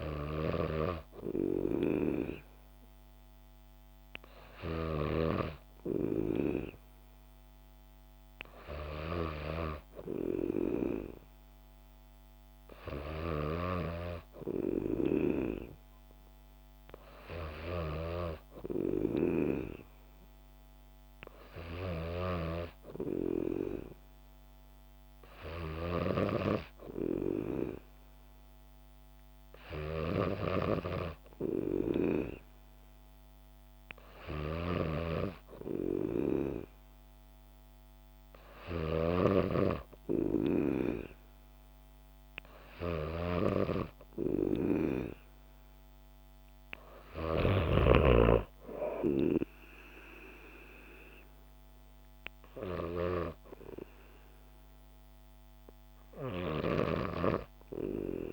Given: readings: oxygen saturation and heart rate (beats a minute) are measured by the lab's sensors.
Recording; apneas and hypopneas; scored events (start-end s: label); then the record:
breathing in sleep by a microphone on the trachea; none
0.00-14.00 s: snoring (device-marked)
22.00-48.00 s: snoring (device-marked)
56.50-58.33 s: snoring (device-marked)
From the record:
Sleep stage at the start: N3 (deep sleep); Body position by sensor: on the back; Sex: female